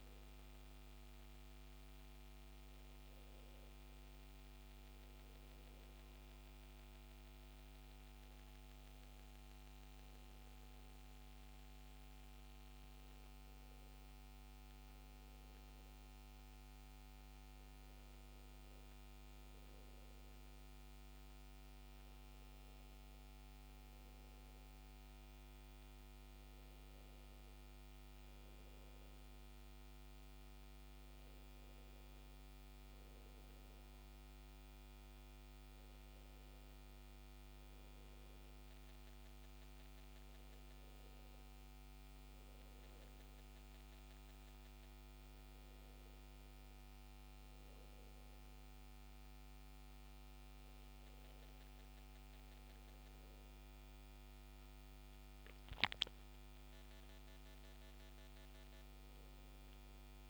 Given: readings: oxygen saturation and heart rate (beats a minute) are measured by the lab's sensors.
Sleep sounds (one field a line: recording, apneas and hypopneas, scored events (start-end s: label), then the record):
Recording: breathing in sleep, hard to hear, by a microphone on the trachea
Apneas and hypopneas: none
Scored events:
none scored
From the record:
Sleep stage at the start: N2 (light sleep)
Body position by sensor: on the back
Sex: male